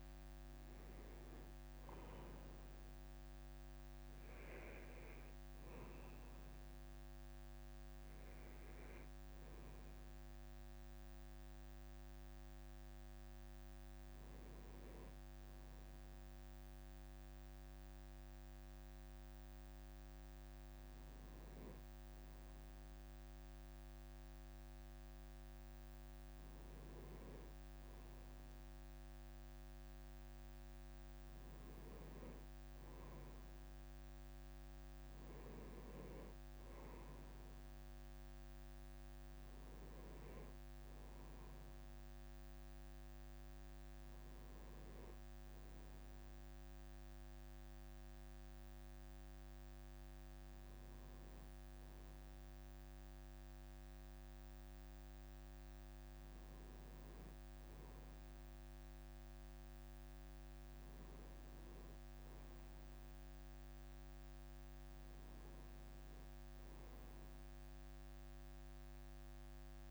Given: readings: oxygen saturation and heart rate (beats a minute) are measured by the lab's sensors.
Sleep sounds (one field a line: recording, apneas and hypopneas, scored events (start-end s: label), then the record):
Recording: breathing in sleep, hard to hear, by a microphone on the trachea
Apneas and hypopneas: none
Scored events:
none scored
From the record:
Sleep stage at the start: N1 (lightest sleep)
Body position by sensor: on the right side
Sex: male